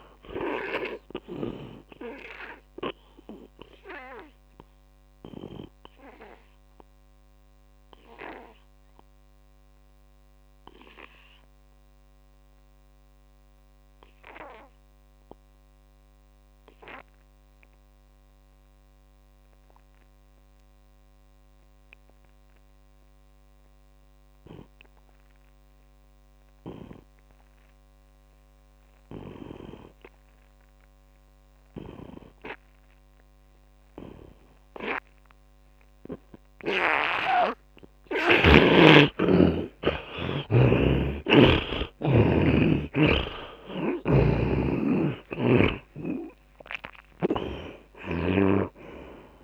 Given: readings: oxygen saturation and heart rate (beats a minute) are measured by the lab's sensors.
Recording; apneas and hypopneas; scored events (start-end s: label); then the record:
breathing in sleep by a microphone on the trachea; 1
0.00-24.50 s: oxygen desaturation (device-marked, oxygen 83% lowest)
5.00-38.00 s: obstructive apnea (oxygen 100% before, 79% lowest)
32.50-49.44 s: oxygen desaturation (device-marked, oxygen 100% before, 79% lowest)
40.50-45.00 s: arousal
From the record:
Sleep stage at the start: N2 (light sleep); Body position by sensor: on the right side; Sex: male